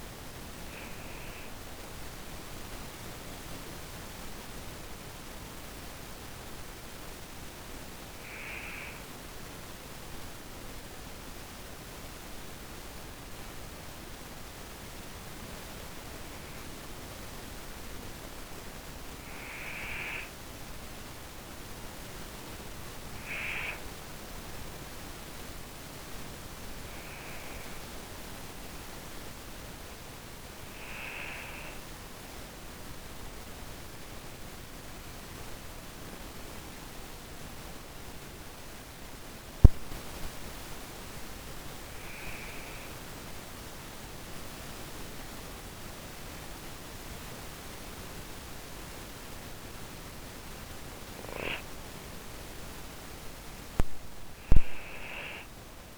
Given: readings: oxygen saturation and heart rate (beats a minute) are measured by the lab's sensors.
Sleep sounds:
breathing in sleep, hard to hear, by a microphone on the trachea; none
0.00-5.50 s: oxygen desaturation (device-marked, oxygen 94% lowest)
27.50-38.50 s: oxygen desaturation (device-marked, oxygen 97% before, 94% lowest)
50.50-55.98 s: oxygen desaturation (device-marked, oxygen 98% before, 94% lowest)
From the record:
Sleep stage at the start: N2 (light sleep); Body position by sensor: on the back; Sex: female

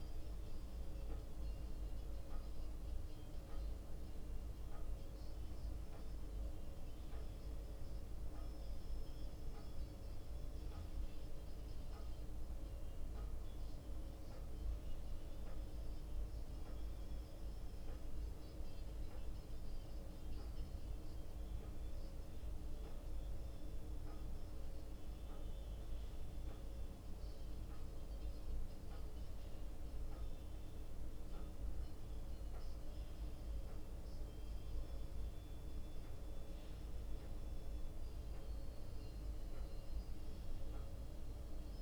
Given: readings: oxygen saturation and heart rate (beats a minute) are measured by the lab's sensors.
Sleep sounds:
a person awake in a sleep study, hard to hear, by a room microphone; none
0.00-34.50 s: bradycardia (device-marked, heart rate 58 extreme)
36.50-41.82 s: bradycardia (device-marked, heart rate 60 before, 59 extreme)
From the record:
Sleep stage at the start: awake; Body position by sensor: on the back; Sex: male

